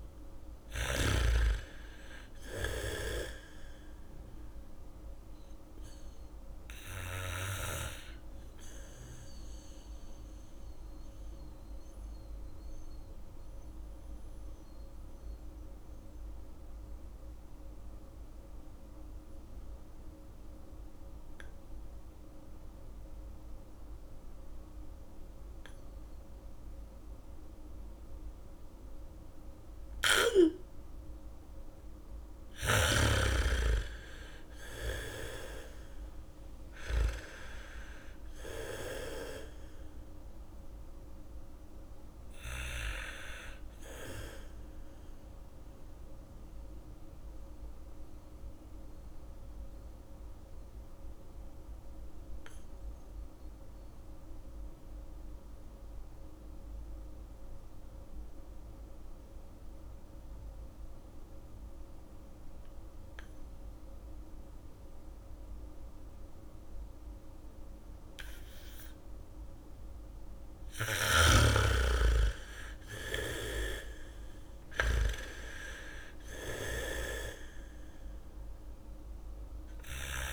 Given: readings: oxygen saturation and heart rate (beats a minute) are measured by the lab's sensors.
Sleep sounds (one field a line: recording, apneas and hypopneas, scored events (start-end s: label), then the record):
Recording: breathing in sleep by a room microphone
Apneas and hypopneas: 2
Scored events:
0.00-1.00 s: arousal
0.00-1.50 s: snoring (device-marked)
0.00-2.00 s: bradycardia (device-marked, heart rate 55 extreme)
0.00-19.00 s: oxygen desaturation (device-marked, oxygen 98% before, 88% lowest, heart rate 71 before, 32 extreme)
8.00-32.00 s: mixed apnea (oxygen 98% before, 85% lowest, heart rate 65 before, 32 extreme)
28.00-42.00 s: bradycardia (device-marked, heart rate 77 before, 32 extreme)
33.00-37.00 s: arousal
35.00-55.00 s: oxygen desaturation (device-marked, oxygen 98% before, 86% lowest, heart rate 69 before, 36 extreme)
46.50-69.50 s: mixed apnea (oxygen 99% before, 85% lowest, heart rate 53 before, 36 extreme, up 0 after)
70.00-78.00 s: bradycardia (device-marked, heart rate 76 before, 36 extreme)
70.00-80.33 s: oxygen desaturation (device-marked, oxygen 99% before, 85% lowest, heart rate 70 before, 36 extreme)
71.00-75.50 s: arousal
From the record:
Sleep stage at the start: N2 (light sleep)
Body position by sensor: on the back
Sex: female